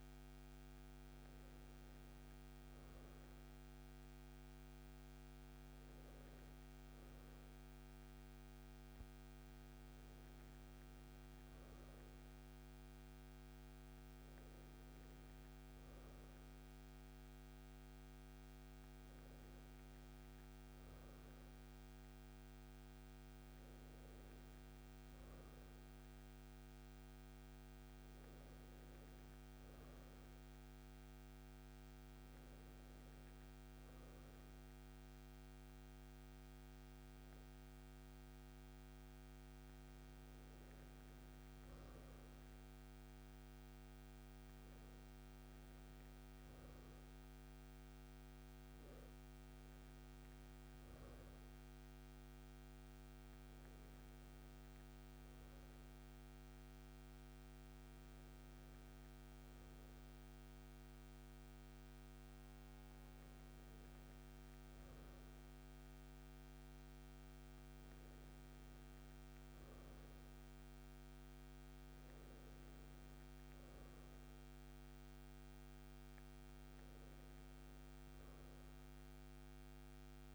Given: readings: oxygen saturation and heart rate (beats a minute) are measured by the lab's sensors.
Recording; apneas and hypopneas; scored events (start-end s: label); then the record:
a person awake in a sleep study, hard to hear, by a microphone on the trachea; none
none scored
From the record:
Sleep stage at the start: awake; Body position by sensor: on the right side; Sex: male